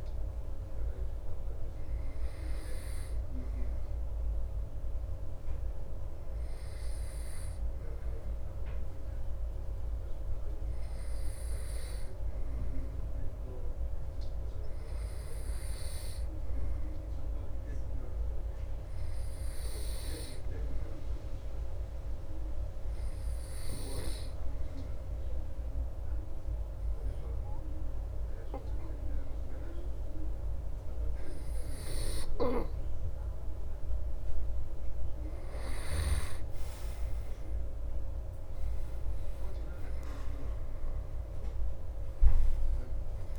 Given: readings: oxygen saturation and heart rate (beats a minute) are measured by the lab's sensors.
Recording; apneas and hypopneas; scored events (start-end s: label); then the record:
breathing in sleep by a room microphone; 1
19.50-33.00 s: hypopnea (oxygen 96% before, 90% lowest)
27.00-43.39 s: oxygen desaturation (device-marked, oxygen 96% before, 90% lowest)
37.50-40.50 s: arousal
From the record:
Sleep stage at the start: N2 (light sleep); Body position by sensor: on the back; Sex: male